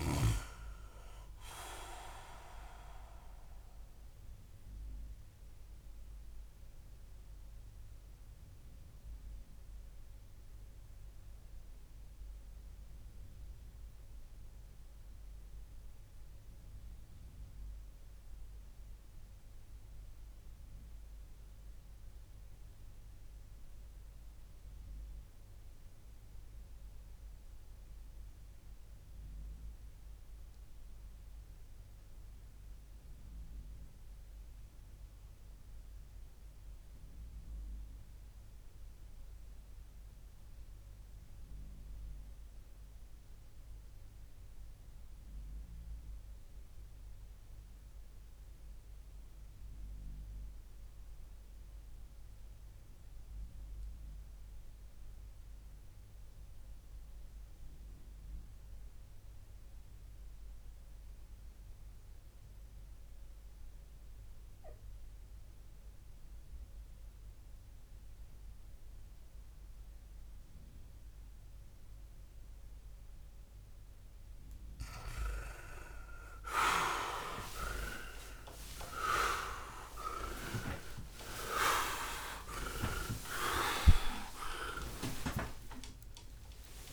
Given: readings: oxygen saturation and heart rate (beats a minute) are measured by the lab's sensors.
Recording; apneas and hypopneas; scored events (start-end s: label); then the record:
breathing in sleep by a room microphone; 1
3.50-72.50 s: obstructive apnea (oxygen 98% before, 95% lowest)
72.50-86.93 s: new sleep stage, awake
From the record:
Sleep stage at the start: REM sleep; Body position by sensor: on the back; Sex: male